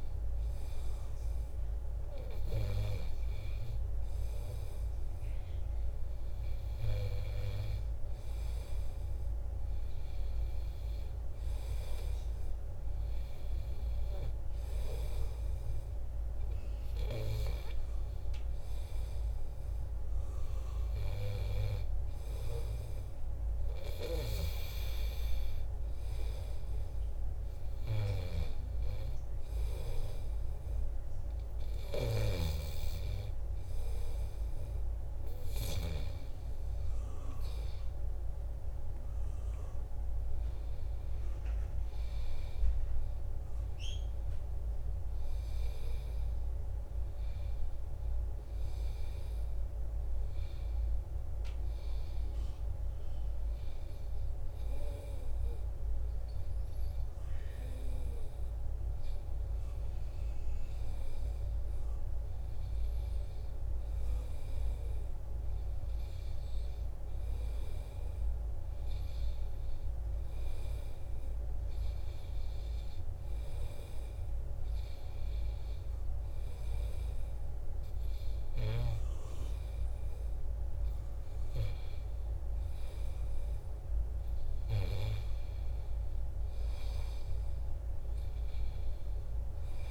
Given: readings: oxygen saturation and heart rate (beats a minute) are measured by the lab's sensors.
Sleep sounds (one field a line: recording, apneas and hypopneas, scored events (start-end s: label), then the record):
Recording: breathing in sleep by a room microphone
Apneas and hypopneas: none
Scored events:
32.00-36.00 s: snoring (device-marked)
From the record:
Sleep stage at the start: N2 (light sleep)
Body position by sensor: on the back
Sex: male